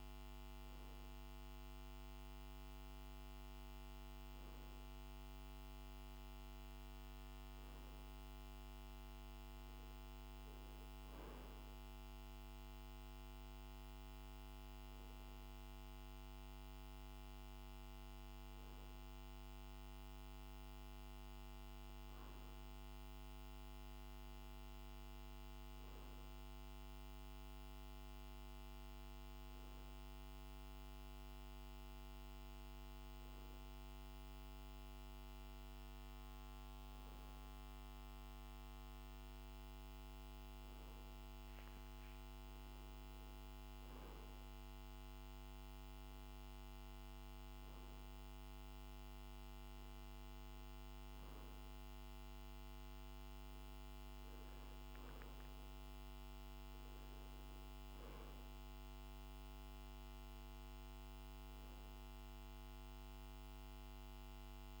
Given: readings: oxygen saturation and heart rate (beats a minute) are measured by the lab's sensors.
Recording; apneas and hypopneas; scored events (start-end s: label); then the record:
breathing in sleep, hard to hear, by a microphone on the trachea; none
none scored
From the record:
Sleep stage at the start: N2 (light sleep); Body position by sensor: on the right side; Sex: male